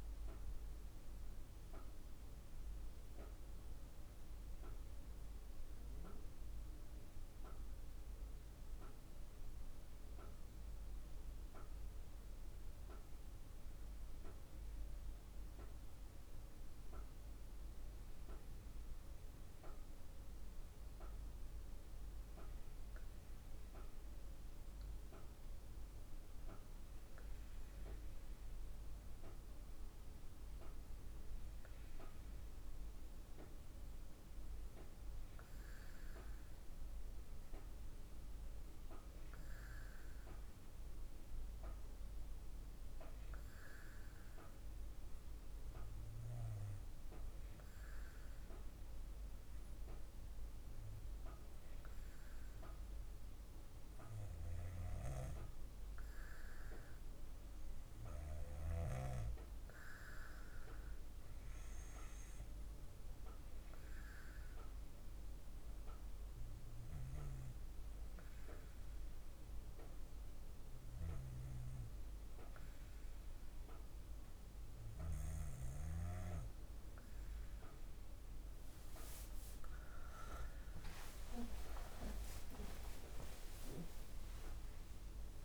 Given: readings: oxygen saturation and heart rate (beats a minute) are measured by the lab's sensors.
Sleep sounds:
breathing in sleep by a room microphone; 1
24.00-76.50 s: hypopnea (oxygen 98% before, 93% lowest, heart rate 50 before, 50 extreme)
71.00-85.45 s: new sleep stage, N1 (lightest sleep)
79.50-84.00 s: arousal
From the record:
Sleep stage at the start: N2 (light sleep); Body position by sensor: on the back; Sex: female

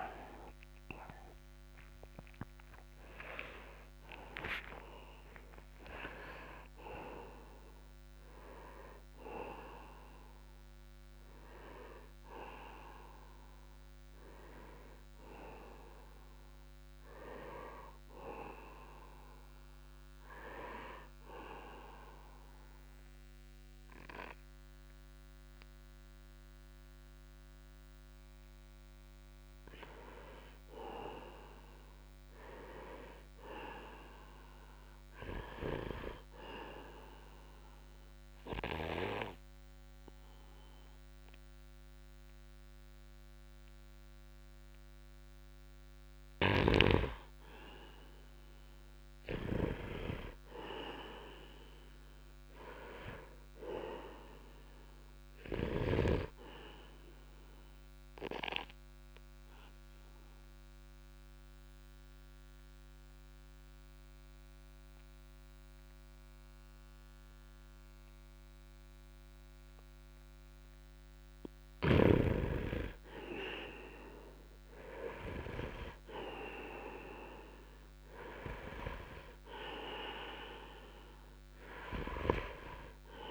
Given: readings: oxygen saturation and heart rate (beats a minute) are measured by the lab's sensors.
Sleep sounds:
a person partly awake in a sleep study, by a microphone on the trachea; 2
18.00-48.00 s: new sleep stage, N1 (lightest sleep)
36.50-47.50 s: obstructive apnea (oxygen 99% before, 88% lowest, heart rate 66 before, 62 extreme)
40.00-51.00 s: oxygen desaturation (device-marked, oxygen 97% before, 94% lowest, heart rate 65 before, 62 extreme)
48.00-83.31 s: new sleep stage, N2 (light sleep)
48.50-53.00 s: arousal
57.50-71.00 s: obstructive apnea (oxygen 97% before, 88% lowest, heart rate 64 before, 62 extreme)
60.00-71.00 s: oxygen desaturation (device-marked, oxygen 96% before, 92% lowest, heart rate 64 before, 62 extreme)
73.50-77.50 s: arousal
From the record:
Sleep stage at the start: awake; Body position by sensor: on the right side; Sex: male

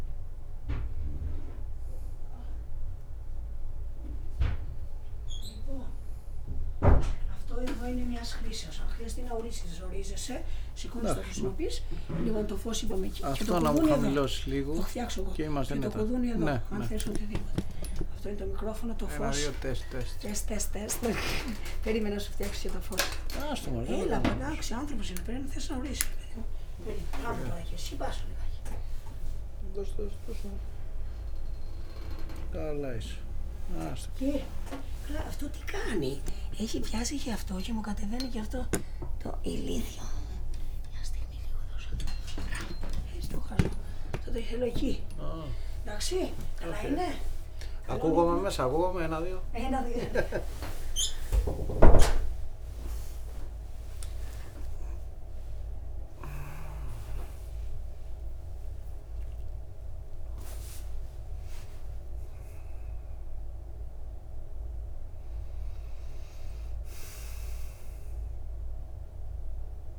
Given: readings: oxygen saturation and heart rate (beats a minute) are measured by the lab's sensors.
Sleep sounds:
a person awake in a sleep study, by a room microphone; none
12.00-14.00 s: long interval between heartbeats (device-marked, heart rate 47 before, 34 extreme)
14.00-16.00 s: long interval between heartbeats (device-marked, heart rate 46 before, 46 extreme)
14.00-25.00 s: snoring (device-marked)
18.00-20.00 s: long interval between heartbeats (device-marked, heart rate 53 before, 87 extreme)
21.00-23.00 s: long interval between heartbeats (device-marked, heart rate 57 before, 81 extreme)
23.50-25.50 s: long interval between heartbeats (device-marked, heart rate 60 before, 83 extreme)
26.00-28.00 s: long interval between heartbeats (device-marked, heart rate 64 before, 104 extreme)
31.50-33.50 s: long interval between heartbeats (device-marked, heart rate 82 before, 100 extreme)
34.50-36.50 s: long interval between heartbeats (device-marked, heart rate 92 before, 105 extreme)
37.00-39.00 s: long interval between heartbeats (device-marked, heart rate 98 before, 118 extreme)
44.00-46.00 s: long interval between heartbeats (device-marked, heart rate 105 before, 94 extreme)
46.50-48.50 s: long interval between heartbeats (device-marked, heart rate 105 before, 107 extreme)
48.50-50.50 s: long interval between heartbeats (device-marked, heart rate 105 before, 118 extreme)
50.50-52.50 s: long interval between heartbeats (device-marked, heart rate 107 before, 126 extreme)
55.00-57.00 s: long interval between heartbeats (device-marked, heart rate 113 before, 133 extreme)
60.00-69.99 s: new sleep stage, N1 (lightest sleep)
62.00-64.00 s: long interval between heartbeats (device-marked, heart rate 115 before, 93 extreme)
From the record:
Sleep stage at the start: awake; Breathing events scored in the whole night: 202 in 4.0 hours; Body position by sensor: on the right side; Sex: male

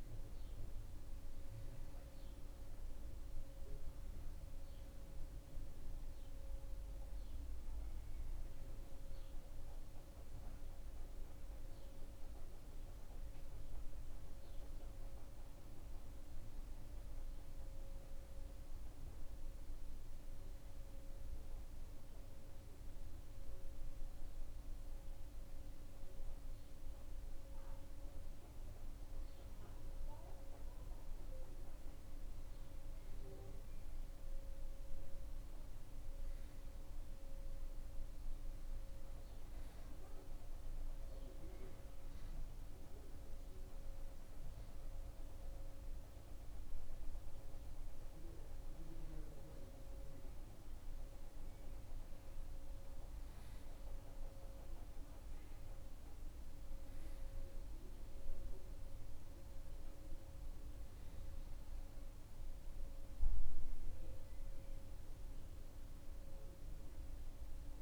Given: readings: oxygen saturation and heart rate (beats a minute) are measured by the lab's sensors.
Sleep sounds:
breathing in sleep, hard to hear, by a room microphone; 2
11.50-15.00 s: arousal
20.00-30.00 s: hypopnea (oxygen 95% before, 91% lowest, heart rate 95 before, 67 extreme, up 1 after)
31.50-35.00 s: arousal
41.00-51.00 s: hypopnea (oxygen 94% before, 91% lowest, heart rate 82 before, 67 extreme, up 23 after)
53.00-67.82 s: oxygen desaturation (device-marked, oxygen 94% before, 91% lowest, heart rate 71 before, 67 extreme)
53.50-57.00 s: arousal
From the record:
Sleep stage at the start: N2 (light sleep); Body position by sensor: on the back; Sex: male

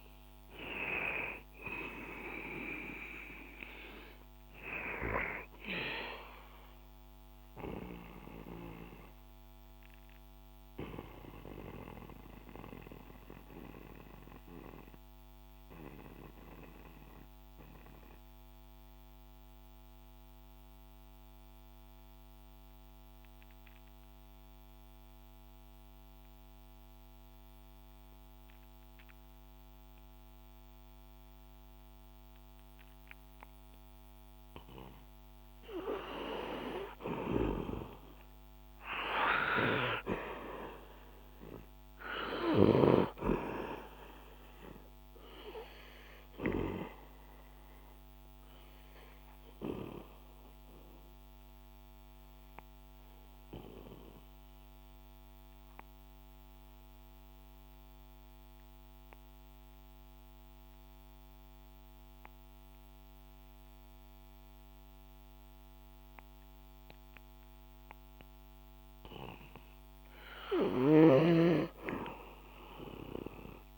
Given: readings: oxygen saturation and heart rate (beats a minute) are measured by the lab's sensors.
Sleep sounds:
breathing in sleep by a microphone on the trachea; 2
0.00-6.00 s: oxygen desaturation (device-marked, oxygen 92% lowest, heart rate 60 extreme)
7.50-36.00 s: mixed apnea (oxygen 98% before, 87% lowest, heart rate 67 before, 58 extreme, up 4 after)
13.00-25.00 s: oxygen desaturation (device-marked, oxygen 93% before, 87% lowest, heart rate 67 before, 61 extreme)
38.00-41.00 s: arousal
38.00-64.00 s: oxygen desaturation (device-marked, oxygen 99% before, 88% lowest, heart rate 65 before, 58 extreme)
48.00-68.50 s: obstructive apnea (oxygen 99% before, 88% lowest, heart rate 65 before, 58 extreme, up 7 after)
70.00-72.50 s: arousal
From the record:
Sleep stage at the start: N2 (light sleep); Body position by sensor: on the back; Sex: male

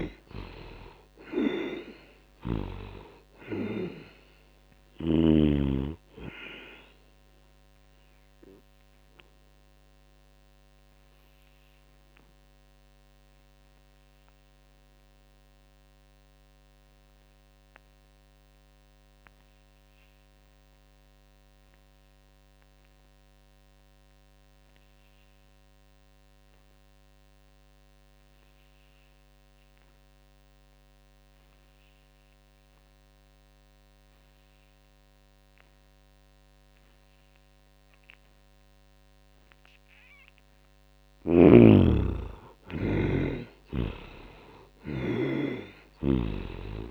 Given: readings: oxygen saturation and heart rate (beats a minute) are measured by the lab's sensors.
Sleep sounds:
breathing in sleep by a microphone on the trachea; 1
0.00-21.50 s: oxygen desaturation (device-marked, oxygen 68% lowest, heart rate 56 extreme)
7.00-40.00 s: obstructive apnea (oxygen 95% before, 68% lowest, heart rate 65 before, 67 extreme, up 14 after)
23.50-46.91 s: oxygen desaturation (device-marked, oxygen 98% before, 69% lowest, heart rate 85 before, 54 extreme)
41.50-45.50 s: arousal
From the record:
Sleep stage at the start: N2 (light sleep); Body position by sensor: on the back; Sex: male

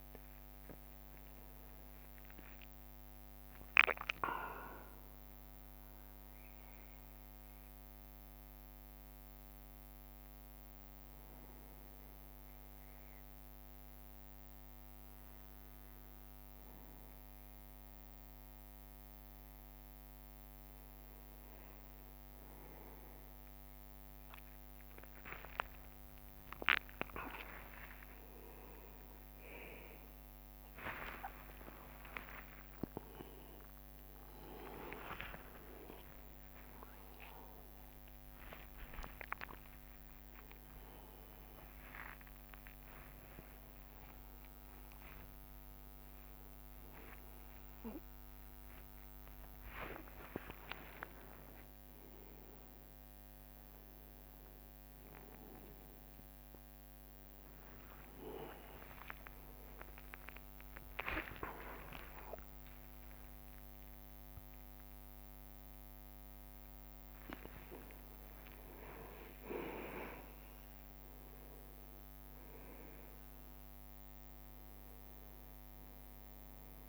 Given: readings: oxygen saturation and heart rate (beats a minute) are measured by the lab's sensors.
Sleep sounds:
a person awake in a sleep study, by a microphone on the trachea; none
0.50-12.50 s: drop in pulse transit time (device-marked, heart rate 64 before, 63 extreme)
22.00-24.00 s: leg movement (device-marked)
26.50-28.50 s: long interval between heartbeats (device-marked, heart rate 68 before, 87 extreme)
26.50-42.50 s: drop in pulse transit time (device-marked, heart rate 68 before, 63 extreme)
28.50-35.50 s: tachycardia (device-marked, heart rate 70 before, 116 extreme)
33.00-35.00 s: long interval between heartbeats (device-marked, heart rate 74 before, 114 extreme)
38.50-40.50 s: long interval between heartbeats (device-marked, heart rate 87 before, 63 extreme)
41.50-43.50 s: long interval between heartbeats (device-marked, heart rate 88 before, 69 extreme)
41.50-76.89 s: bradycardia (device-marked)
51.00-53.00 s: long interval between heartbeats (device-marked)
53.00-55.00 s: long interval between heartbeats (device-marked)
58.50-68.50 s: drop in pulse transit time (device-marked)
60.50-62.50 s: long interval between heartbeats (device-marked)
64.50-66.50 s: long interval between heartbeats (device-marked)
69.50-71.50 s: long interval between heartbeats (device-marked, heart rate 31 before, 36 extreme)
73.50-74.50 s: drop in pulse transit time (device-marked, heart rate 34 before, 36 extreme)
From the record:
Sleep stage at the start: awake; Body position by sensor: on the back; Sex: male

